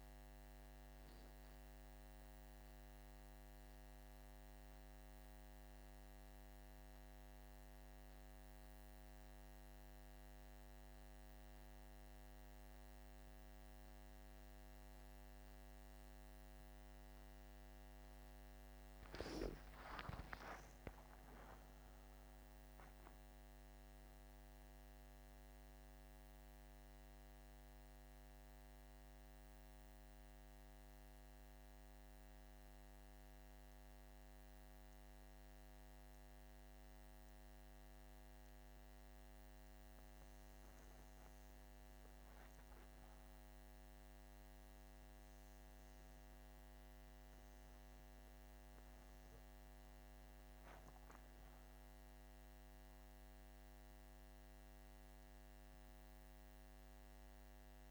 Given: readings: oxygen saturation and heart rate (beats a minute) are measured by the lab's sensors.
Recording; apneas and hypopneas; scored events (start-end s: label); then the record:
breathing in sleep, hard to hear, by a microphone on the trachea; none
19.00-24.00 s: arousal
From the record:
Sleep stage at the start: N1 (lightest sleep); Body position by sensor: on the back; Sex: male